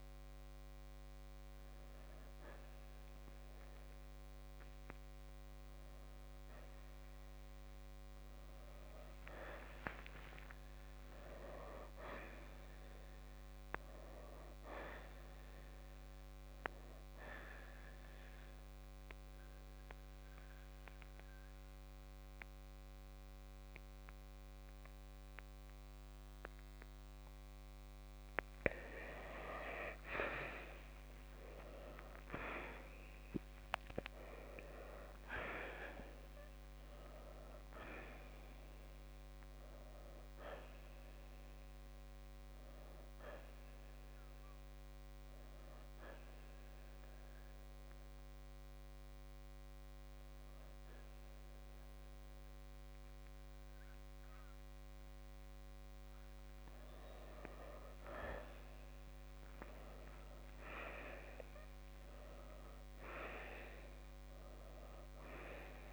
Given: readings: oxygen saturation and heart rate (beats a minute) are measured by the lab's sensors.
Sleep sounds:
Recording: breathing in sleep by a microphone on the trachea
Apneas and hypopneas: 2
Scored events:
0.00-10.50 s: oxygen desaturation (device-marked, oxygen 84% lowest, heart rate 49 extreme)
11.00-14.50 s: arousal
18.00-29.00 s: mixed apnea (oxygen 94% before, 82% lowest, heart rate 63 before, 49 extreme, up 10 after)
31.00-37.00 s: arousal
42.50-61.50 s: oxygen desaturation (device-marked, oxygen 92% before, 82% lowest, heart rate 59 before, 53 extreme)
44.00-56.50 s: hypopnea (oxygen 94% before, 82% lowest, heart rate 59 before, 53 extreme, up 17 after)
59.50-65.50 s: arousal
From the record:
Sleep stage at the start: N2 (light sleep)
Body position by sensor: on the right side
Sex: male

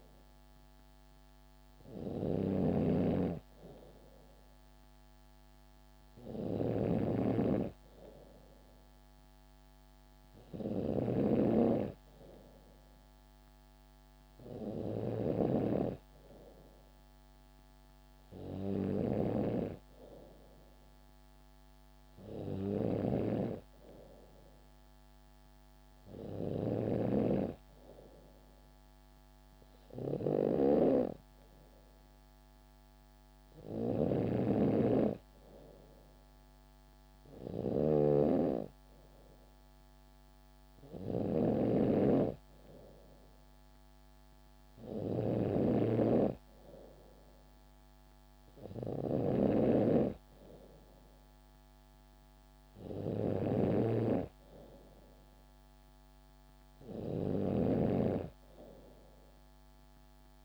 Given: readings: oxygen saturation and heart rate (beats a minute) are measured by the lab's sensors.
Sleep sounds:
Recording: breathing in sleep by a microphone on the trachea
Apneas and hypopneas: none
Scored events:
0.00-26.50 s: snoring (device-marked)
40.50-60.45 s: snoring (device-marked)
From the record:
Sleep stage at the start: N3 (deep sleep)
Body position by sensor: on the back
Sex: female

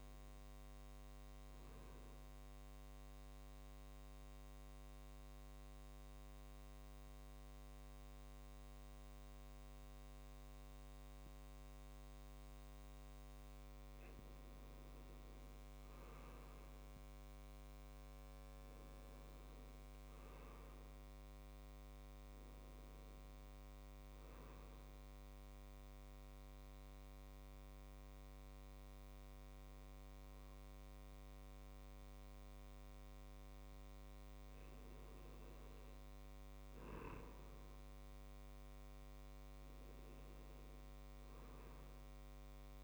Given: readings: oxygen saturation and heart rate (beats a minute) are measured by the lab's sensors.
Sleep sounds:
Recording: breathing in sleep, hard to hear, by a microphone on the trachea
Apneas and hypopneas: 2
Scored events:
2.00-15.00 s: mixed apnea (oxygen 97% before, 91% lowest, heart rate 68 before, 63 extreme, up 6 after)
17.00-20.00 s: arousal
24.50-40.50 s: oxygen desaturation (device-marked, oxygen 97% before, 92% lowest, heart rate 66 before, 66 extreme)
25.00-35.50 s: mixed apnea (oxygen 97% before, 91% lowest, heart rate 66 before, 66 extreme, up 2 after)
40.50-42.84 s: arousal
From the record:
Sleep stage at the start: N2 (light sleep)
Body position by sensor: on the right side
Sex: male

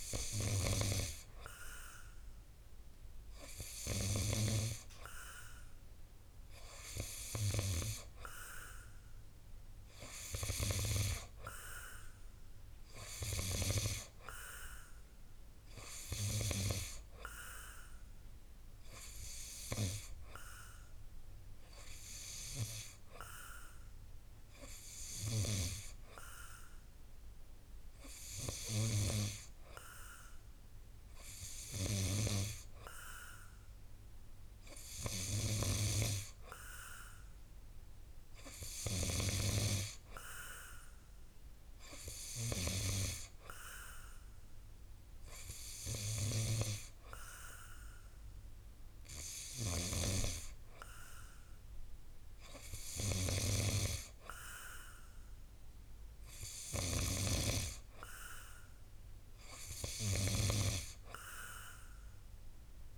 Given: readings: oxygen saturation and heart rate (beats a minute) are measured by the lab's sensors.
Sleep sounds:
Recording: breathing in sleep by a room microphone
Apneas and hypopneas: none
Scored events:
none scored
From the record:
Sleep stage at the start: N2 (light sleep)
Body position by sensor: on the back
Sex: male

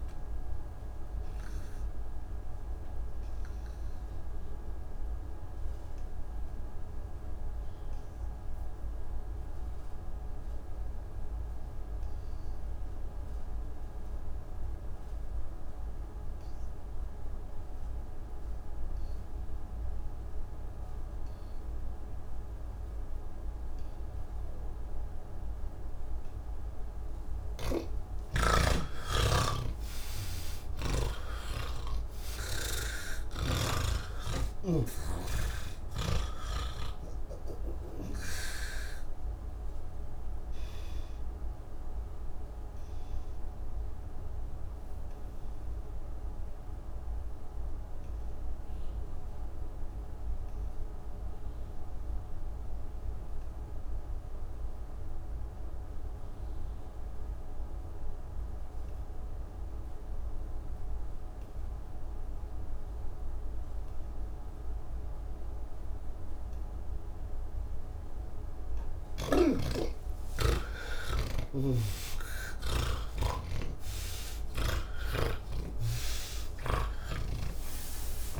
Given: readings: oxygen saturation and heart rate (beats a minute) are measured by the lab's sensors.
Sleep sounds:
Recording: breathing in sleep by a room microphone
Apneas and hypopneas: 2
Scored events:
0.00-14.00 s: oxygen desaturation (device-marked, oxygen 96% before, 81% lowest, heart rate 110 before, 57 extreme)
1.50-28.00 s: obstructive apnea (oxygen 98% before, 81% lowest, heart rate 110 before, 57 extreme, up 3 after)
24.00-56.00 s: oxygen desaturation (device-marked, oxygen 98% before, 81% lowest, heart rate 91 before, 78 extreme)
27.50-31.00 s: snoring (device-marked)
33.00-36.50 s: snoring (device-marked)
40.50-69.00 s: obstructive apnea (oxygen 98% before, 81% lowest, heart rate 112 before, 78 extreme, up 57 after)
69.00-78.40 s: oxygen desaturation (device-marked, oxygen 98% before, 84% lowest)
71.50-75.00 s: snoring (device-marked)
From the record:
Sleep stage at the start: N1 (lightest sleep)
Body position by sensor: on the back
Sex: male

